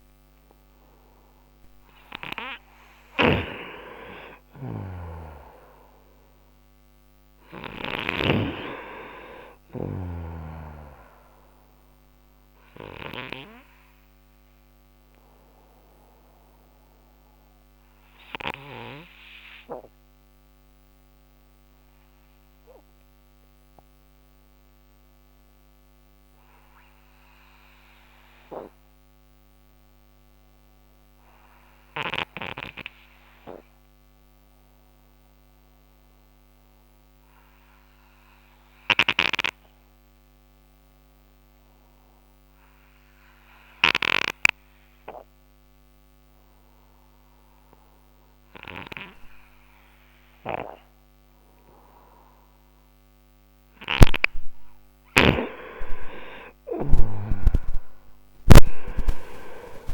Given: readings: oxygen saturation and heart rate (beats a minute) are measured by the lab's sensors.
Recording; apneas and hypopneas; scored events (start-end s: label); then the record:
breathing in sleep by a microphone on the trachea; 1
0.00-1.50 s: arousal
2.50-8.00 s: snoring (device-marked)
11.00-39.00 s: oxygen desaturation (device-marked, oxygen 95% before, 89% lowest, heart rate 102 before, 59 extreme)
17.50-51.50 s: hypopnea (oxygen 96% before, 88% lowest, heart rate 95 before, 59 extreme, up 59 after)
54.50-59.94 s: snoring (device-marked)
57.00-59.94 s: arousal
From the record:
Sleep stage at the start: N2 (light sleep); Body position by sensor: on the right side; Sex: male